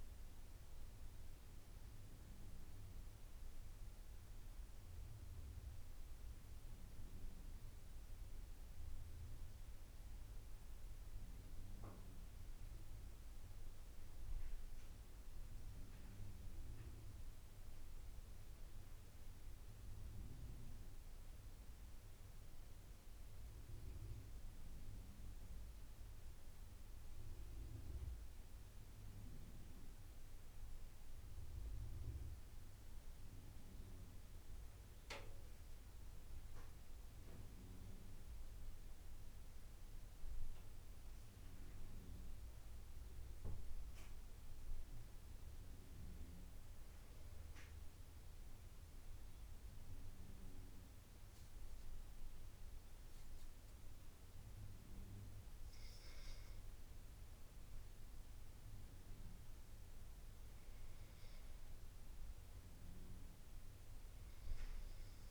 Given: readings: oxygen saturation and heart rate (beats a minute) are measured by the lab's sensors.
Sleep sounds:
breathing in sleep, hard to hear, by a room microphone; 1
37.50-41.50 s: arousal
46.50-57.50 s: obstructive apnea (oxygen 93% before, 89% lowest, heart rate 81 before, 79 extreme, up 7 after)
60.00-63.00 s: arousal
From the record:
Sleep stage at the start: N2 (light sleep); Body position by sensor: on the back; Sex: male

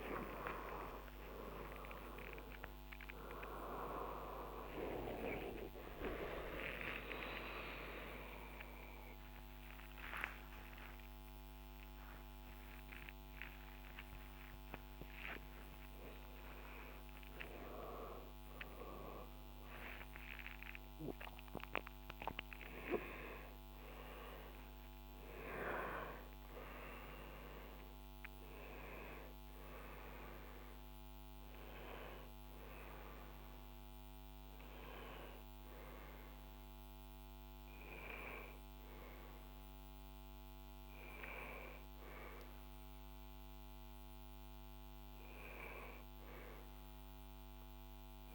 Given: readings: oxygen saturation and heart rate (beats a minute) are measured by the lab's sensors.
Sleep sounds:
a person awake in a sleep study, by a microphone on the trachea; none
0.00-10.00 s: oxygen desaturation (device-marked, oxygen 92% lowest, heart rate 81 extreme)
25.00-41.00 s: oxygen desaturation (device-marked, oxygen 99% before, 93% lowest, heart rate 114 before, 74 extreme)
From the record:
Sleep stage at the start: awake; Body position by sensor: on the back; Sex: male

